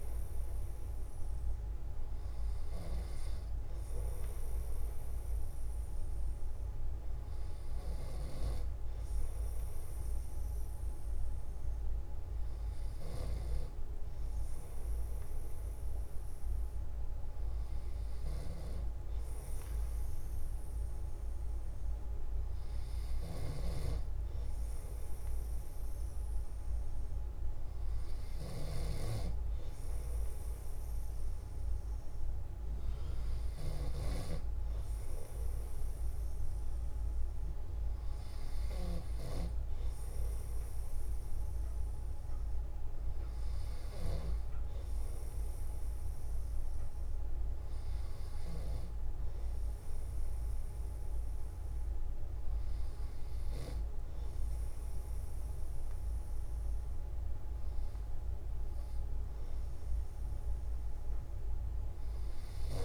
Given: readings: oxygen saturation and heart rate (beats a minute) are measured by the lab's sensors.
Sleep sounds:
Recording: breathing in sleep by a room microphone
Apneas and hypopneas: none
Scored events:
none scored
From the record:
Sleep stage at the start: N2 (light sleep)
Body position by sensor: on the back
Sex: male

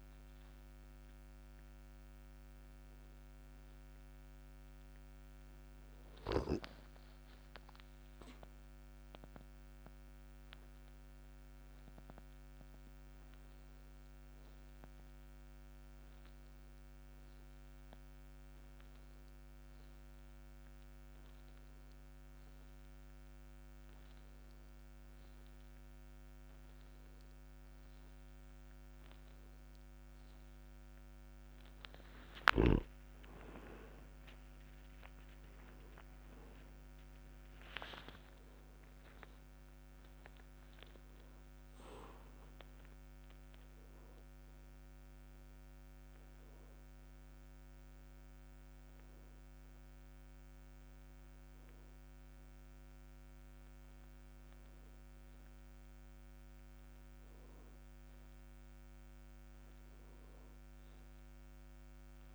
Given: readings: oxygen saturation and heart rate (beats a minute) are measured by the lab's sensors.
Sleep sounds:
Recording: a person awake in a sleep study, by a microphone on the trachea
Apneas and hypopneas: none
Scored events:
none scored
From the record:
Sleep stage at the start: awake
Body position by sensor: on the back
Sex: male

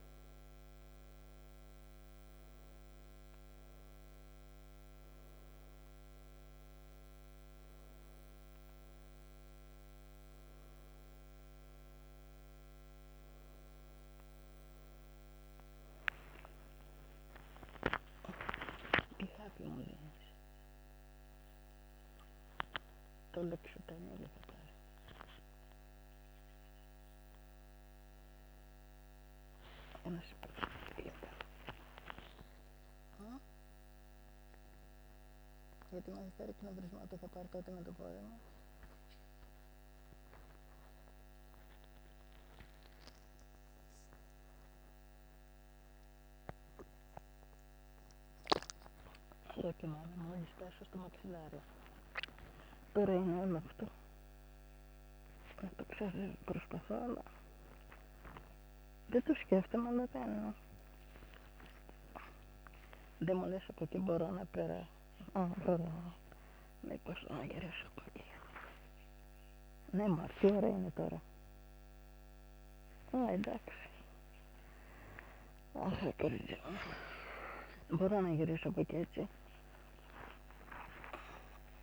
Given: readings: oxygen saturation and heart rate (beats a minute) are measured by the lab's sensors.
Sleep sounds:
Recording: a person awake in a sleep study, by a microphone on the trachea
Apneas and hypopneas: none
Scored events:
none scored
From the record:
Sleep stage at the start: awake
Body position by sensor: on the right side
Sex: female

